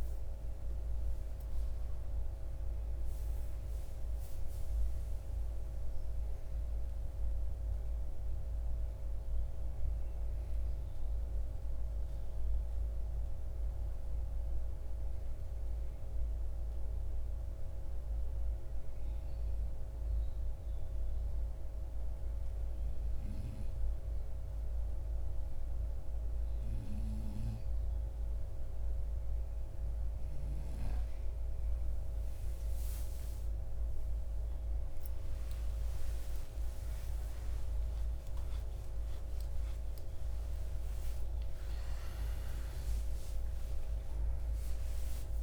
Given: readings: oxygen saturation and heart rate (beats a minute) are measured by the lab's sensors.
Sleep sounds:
a person awake in a sleep study, hard to hear, by a room microphone; 1
1.50-7.00 s: arousal
12.00-27.00 s: hypopnea (oxygen 96% before, 90% lowest, heart rate 60 before, 52 extreme, up 15 after)
22.00-45.43 s: new sleep stage, awake
36.00-45.43 s: oxygen desaturation (device-marked, oxygen 95% before, 90% lowest, heart rate 56 before, 52 extreme)
From the record:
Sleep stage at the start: N1 (lightest sleep); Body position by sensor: on the right side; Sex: male

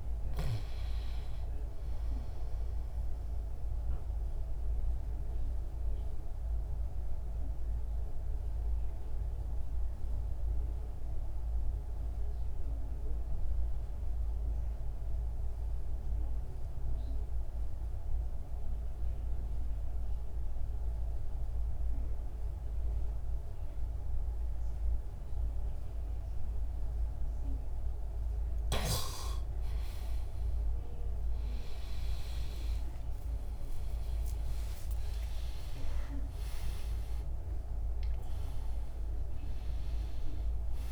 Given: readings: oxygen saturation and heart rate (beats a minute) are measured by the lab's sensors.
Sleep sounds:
breathing in sleep, hard to hear, by a room microphone; 1
0.00-2.00 s: arousal
3.50-27.00 s: obstructive apnea (oxygen 100% before, 93% lowest)
30.00-34.50 s: arousal
31.00-40.92 s: oxygen desaturation (device-marked, oxygen 98% before, 93% lowest, heart rate 41 before, 54 extreme)
From the record:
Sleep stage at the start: REM sleep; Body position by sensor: on the back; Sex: male

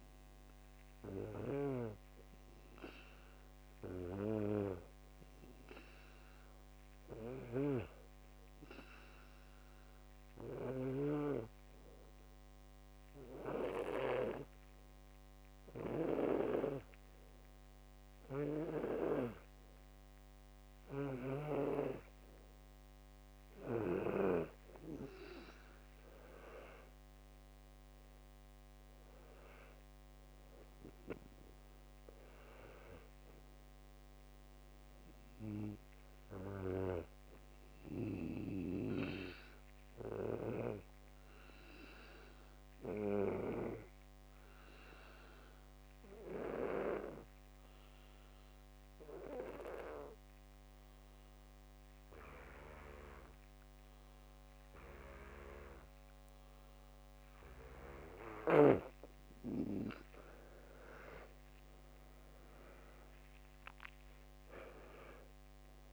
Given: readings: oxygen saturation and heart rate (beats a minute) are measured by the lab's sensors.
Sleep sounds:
breathing in sleep by a microphone on the trachea; 2
1.50-11.50 s: snoring (device-marked)
3.00-6.50 s: arousal
11.00-24.50 s: hypopnea (oxygen 98% before, 91% lowest, heart rate 67 before, 66 extreme, up 7 after)
18.50-22.00 s: snoring (device-marked)
26.00-30.00 s: arousal
26.50-43.50 s: oxygen desaturation (device-marked, oxygen 97% before, 93% lowest, heart rate 69 before, 66 extreme)
45.00-58.00 s: obstructive apnea (oxygen 97% before, 91% lowest, heart rate 69 before, 63 extreme, up 20 after)
59.50-64.00 s: arousal
62.50-65.92 s: oxygen desaturation (device-marked, oxygen 99% before, 91% lowest, heart rate 69 before, 63 extreme)
From the record:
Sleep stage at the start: N2 (light sleep); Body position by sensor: on the back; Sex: male

